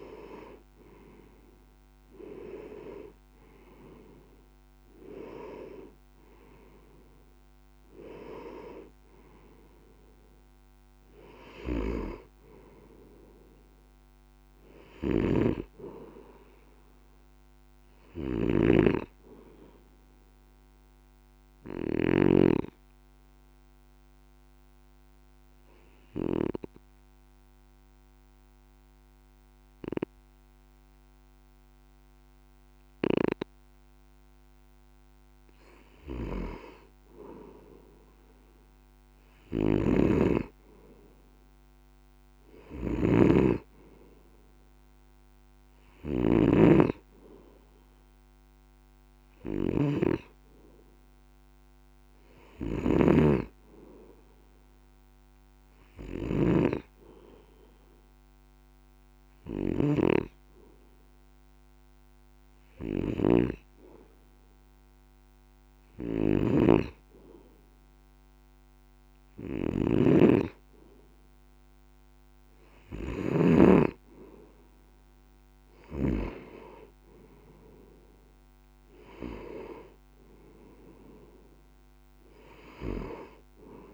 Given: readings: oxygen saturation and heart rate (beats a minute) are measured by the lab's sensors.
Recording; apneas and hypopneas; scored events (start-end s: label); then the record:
breathing in sleep by a microphone on the trachea; 2
0.00-3.00 s: arousal
2.00-19.00 s: oxygen desaturation (device-marked, oxygen 96% before, 92% lowest, heart rate 49 before, 48 extreme)
15.00-22.00 s: snoring (device-marked)
22.00-35.00 s: obstructive apnea (oxygen 96% before, 91% lowest, heart rate 52 before, 48 extreme, up 2 after)
37.00-40.00 s: arousal
39.50-60.00 s: snoring (device-marked)
55.00-70.50 s: hypopnea (oxygen 97% before, 93% lowest, heart rate 49 before, 47 extreme, up 5 after)
66.00-73.50 s: snoring (device-marked)
72.00-76.00 s: arousal
75.00-83.94 s: oxygen desaturation (device-marked, oxygen 97% before, 93% lowest, heart rate 48 before, 48 extreme)
From the record:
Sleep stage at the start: N2 (light sleep); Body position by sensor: on the back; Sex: male